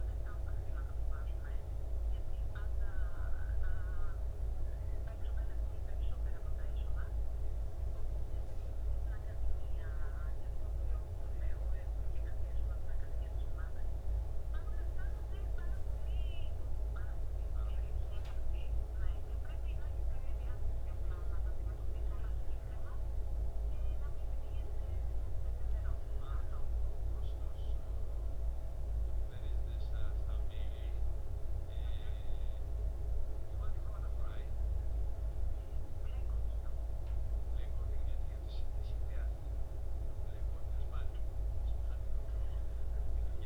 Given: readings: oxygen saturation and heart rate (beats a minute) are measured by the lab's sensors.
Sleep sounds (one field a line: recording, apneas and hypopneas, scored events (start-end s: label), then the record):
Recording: breathing in sleep, hard to hear, by a room microphone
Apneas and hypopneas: none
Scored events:
none scored
From the record:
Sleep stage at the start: REM sleep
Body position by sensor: on the back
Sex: male